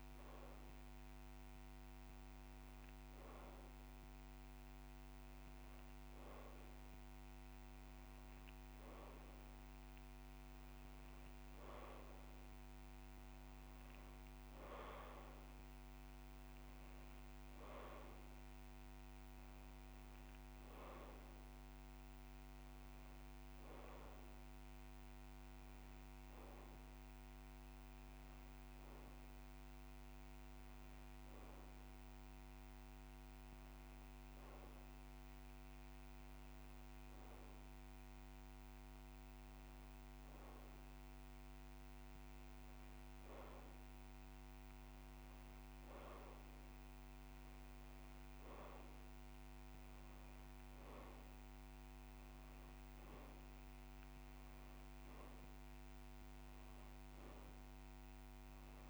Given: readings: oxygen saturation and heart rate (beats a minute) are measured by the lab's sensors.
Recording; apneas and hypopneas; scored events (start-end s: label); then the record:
breathing in sleep, hard to hear, by a microphone on the trachea; none
0.00-1.50 s: long interval between heartbeats (device-marked, heart rate 47 extreme)
20.00-22.00 s: long interval between heartbeats (device-marked)
22.50-29.50 s: drop in pulse transit time (device-marked)
23.50-25.50 s: long interval between heartbeats (device-marked)
26.00-28.00 s: long interval between heartbeats (device-marked)
29.50-31.50 s: long interval between heartbeats (device-marked)
33.00-35.00 s: long interval between heartbeats (device-marked)
36.00-38.00 s: long interval between heartbeats (device-marked, heart rate 31 before, 40 extreme)
39.50-41.50 s: long interval between heartbeats (device-marked, heart rate 35 before, 38 extreme)
45.50-47.50 s: long interval between heartbeats (device-marked, heart rate 38 before, 35 extreme)
48.50-50.50 s: long interval between heartbeats (device-marked, heart rate 37 before, 33 extreme)
55.50-57.50 s: long interval between heartbeats (device-marked, heart rate 35 before, 28 extreme)
From the record:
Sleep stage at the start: N2 (light sleep); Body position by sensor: on the back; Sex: male